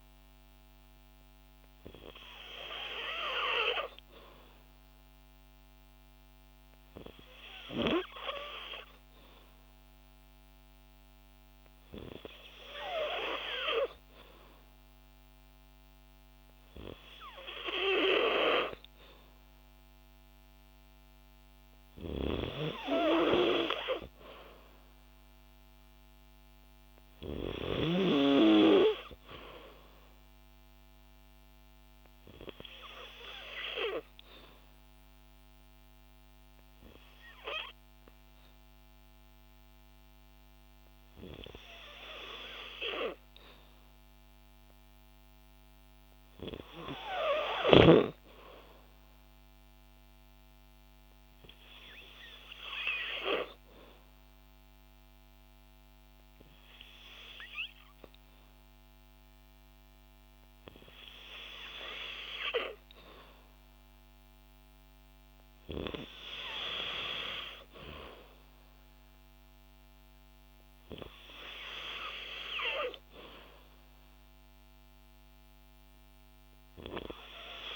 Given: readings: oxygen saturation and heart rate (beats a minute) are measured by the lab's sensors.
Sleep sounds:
breathing in sleep by a microphone on the trachea; 1
32.00-44.50 s: hypopnea (oxygen 95% before, 91% lowest, heart rate 57 before, 55 extreme, up 2 after)
46.50-50.00 s: arousal
74.00-77.00 s: arousal
From the record:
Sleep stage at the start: N2 (light sleep); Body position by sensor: on the back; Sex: female

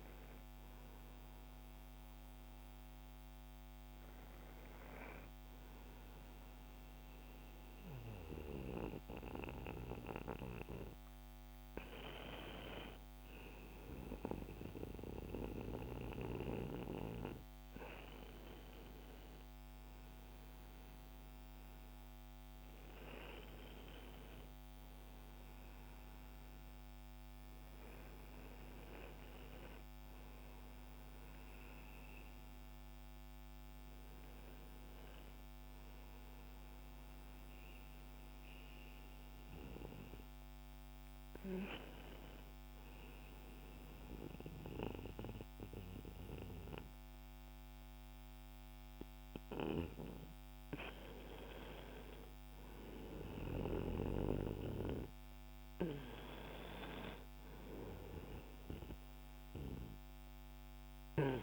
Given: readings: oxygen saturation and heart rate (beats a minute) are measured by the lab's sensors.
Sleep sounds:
breathing in sleep by a microphone on the trachea; none
19.00-23.50 s: arousal
20.00-35.00 s: oxygen desaturation (device-marked, oxygen 96% before, 92% lowest, heart rate 64 before, 62 extreme)
31.00-61.43 s: new sleep stage, N2 (light sleep)
57.00-61.00 s: arousal
58.00-61.43 s: oxygen desaturation (device-marked, oxygen 95% before, 90% lowest, heart rate 63 before, 60 extreme)
From the record:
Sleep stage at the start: N1 (lightest sleep); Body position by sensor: on the right side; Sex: male

